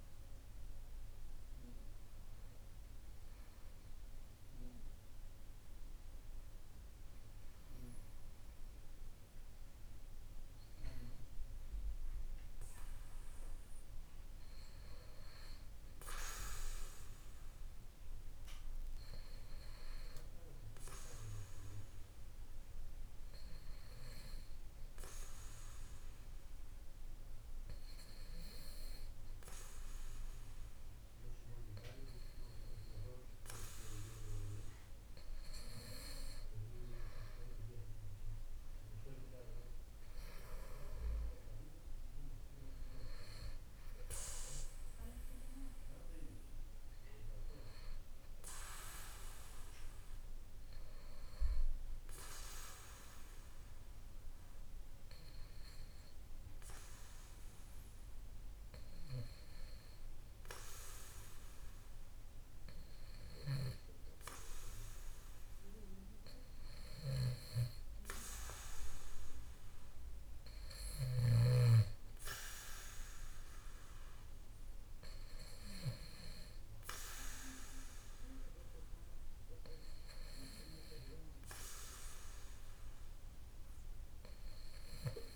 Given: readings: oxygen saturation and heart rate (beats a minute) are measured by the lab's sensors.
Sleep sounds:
breathing in sleep by a room microphone; 2
0.00-14.50 s: oxygen desaturation (device-marked, oxygen 90% lowest, heart rate 54 extreme)
18.00-34.00 s: hypopnea (oxygen 95% before, 91% lowest, heart rate 57 before, 58 extreme, up 3 after)
34.50-38.50 s: arousal
34.50-59.50 s: oxygen desaturation (device-marked, oxygen 95% before, 91% lowest, heart rate 59 before, 58 extreme)
51.00-64.00 s: hypopnea (oxygen 95% before, 92% lowest, heart rate 61 before, 58 extreme, up 3 after)
64.50-67.50 s: arousal
From the record:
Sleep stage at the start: N2 (light sleep); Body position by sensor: on the back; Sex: male

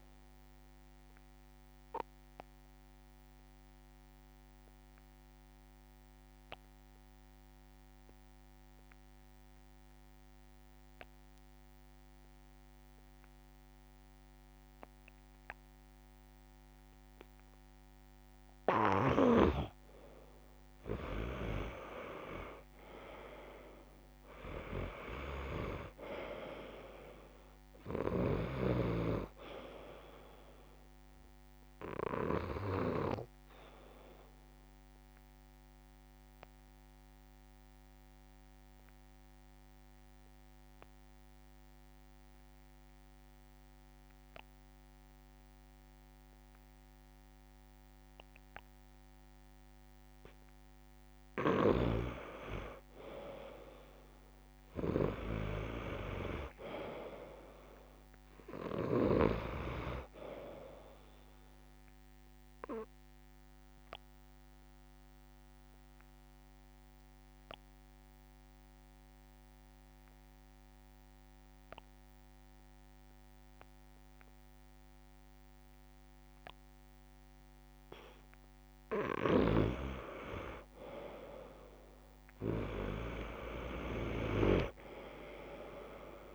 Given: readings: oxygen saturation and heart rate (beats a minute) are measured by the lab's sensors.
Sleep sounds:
breathing in sleep by a microphone on the trachea; 3
0.00-11.00 s: oxygen desaturation (device-marked, oxygen 87% lowest)
1.00-18.50 s: obstructive apnea (oxygen 98% before, 87% lowest)
20.50-23.00 s: arousal
23.00-45.00 s: oxygen desaturation (device-marked, oxygen 97% before, 88% lowest)
36.00-51.00 s: obstructive apnea (oxygen 98% before, 88% lowest)
53.00-56.00 s: arousal
57.00-75.00 s: oxygen desaturation (device-marked, oxygen 98% before, 92% lowest)
63.00-78.00 s: obstructive apnea (oxygen 98% before, 87% lowest)
80.50-84.00 s: arousal
From the record:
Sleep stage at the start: N2 (light sleep); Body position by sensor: on the back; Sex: male

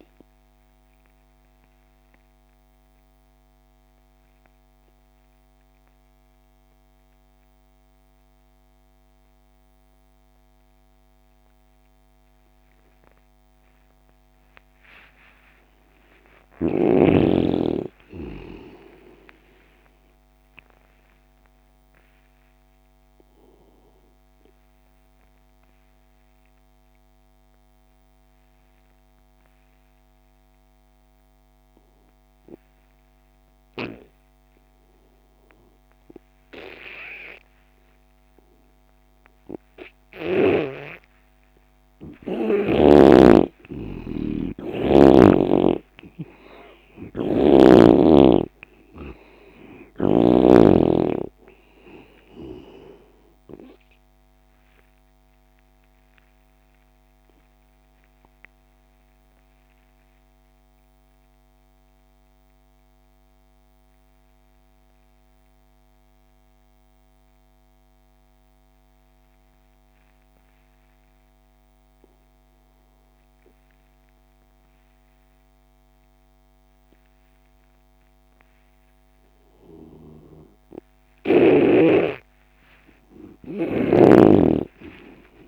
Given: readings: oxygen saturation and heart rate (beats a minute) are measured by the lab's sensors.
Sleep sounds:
breathing in sleep by a microphone on the trachea; 3
0.00-19.00 s: oxygen desaturation (device-marked, oxygen 85% lowest)
1.00-14.50 s: central apnea (oxygen 98% before, 83% lowest)
15.00-19.00 s: arousal
23.50-42.50 s: obstructive apnea (oxygen 99% before, 83% lowest)
44.00-47.50 s: arousal
50.00-72.00 s: oxygen desaturation (device-marked, oxygen 96% before, 83% lowest)
53.50-77.50 s: obstructive apnea (oxygen 98% before, 83% lowest)
83.00-85.48 s: arousal
From the record:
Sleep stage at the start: N2 (light sleep); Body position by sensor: on the left side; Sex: male

